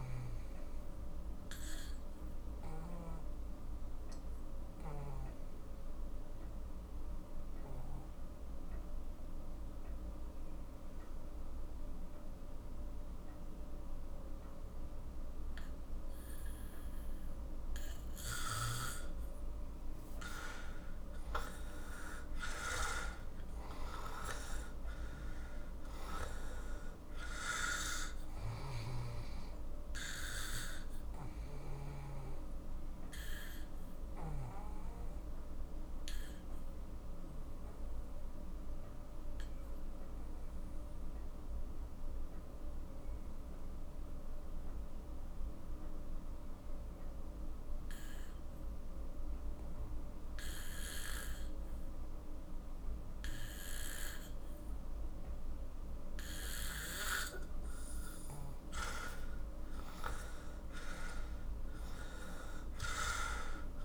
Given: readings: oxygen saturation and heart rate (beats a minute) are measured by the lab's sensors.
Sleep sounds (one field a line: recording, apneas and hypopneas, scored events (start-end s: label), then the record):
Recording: breathing in sleep by a room microphone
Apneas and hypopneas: 2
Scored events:
0.00-12.50 s: oxygen desaturation (device-marked, oxygen 92% lowest, heart rate 43 extreme)
1.00-19.00 s: obstructive apnea (oxygen 98% before, 91% lowest, heart rate 52 before, 41 extreme, up 16 after)
20.00-24.50 s: arousal
20.50-46.50 s: oxygen desaturation (device-marked, oxygen 97% before, 91% lowest, heart rate 47 before, 41 extreme)
28.50-32.00 s: snoring (device-marked)
33.00-58.00 s: obstructive apnea (oxygen 97% before, 91% lowest, heart rate 53 before, 42 extreme, up 14 after)
57.50-63.85 s: oxygen desaturation (device-marked, oxygen 98% before, 91% lowest, heart rate 45 before, 42 extreme)
59.50-63.85 s: arousal
From the record:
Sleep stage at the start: N2 (light sleep)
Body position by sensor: on the back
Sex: male